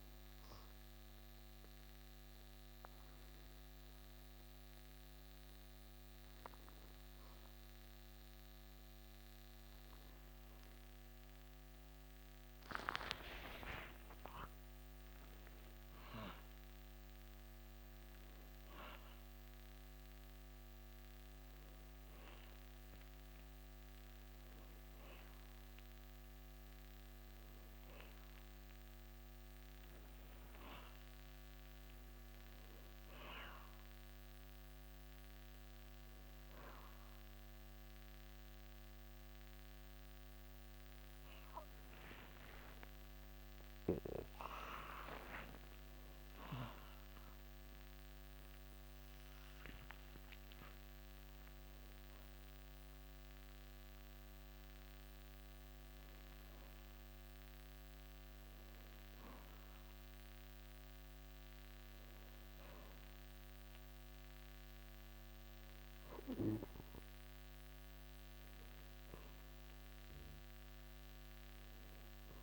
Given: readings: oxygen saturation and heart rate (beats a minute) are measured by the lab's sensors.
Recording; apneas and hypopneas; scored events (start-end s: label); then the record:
a person awake in a sleep study, by a microphone on the trachea; none
6.00-66.00 s: new sleep stage, awake
41.50-45.50 s: arousal
66.00-72.43 s: new sleep stage, N1 (lightest sleep)
From the record:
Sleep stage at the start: N1 (lightest sleep); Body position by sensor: on the back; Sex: male